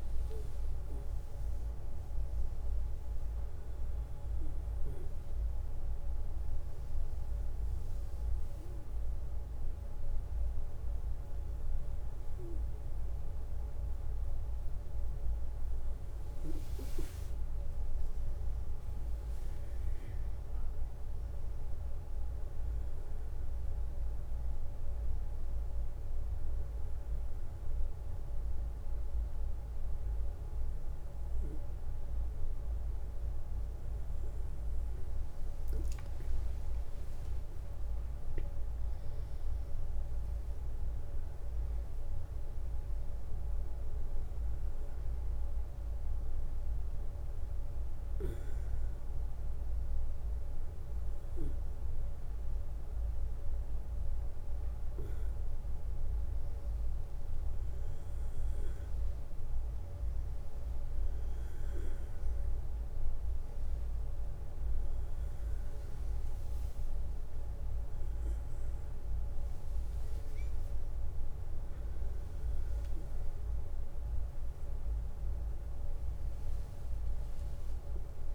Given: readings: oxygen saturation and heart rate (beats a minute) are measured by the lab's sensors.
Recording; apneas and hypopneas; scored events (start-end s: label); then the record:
breathing in sleep, hard to hear, by a room microphone; none
0.00-7.00 s: oxygen desaturation (device-marked, oxygen 93% lowest, heart rate 60 extreme)
67.00-78.35 s: new sleep stage, awake
From the record:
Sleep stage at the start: N1 (lightest sleep); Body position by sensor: on the back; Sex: male